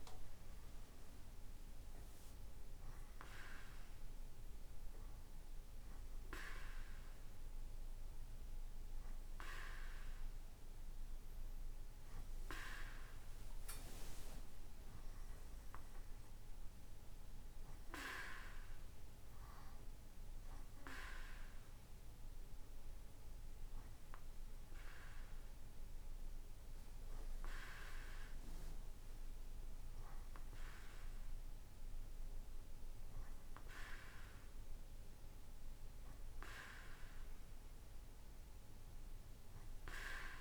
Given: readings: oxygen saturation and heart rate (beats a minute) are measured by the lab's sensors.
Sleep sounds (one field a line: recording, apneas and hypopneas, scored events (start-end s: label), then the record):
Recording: breathing in sleep by a room microphone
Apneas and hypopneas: none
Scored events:
none scored
From the record:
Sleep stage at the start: N2 (light sleep)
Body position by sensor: on the right side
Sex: male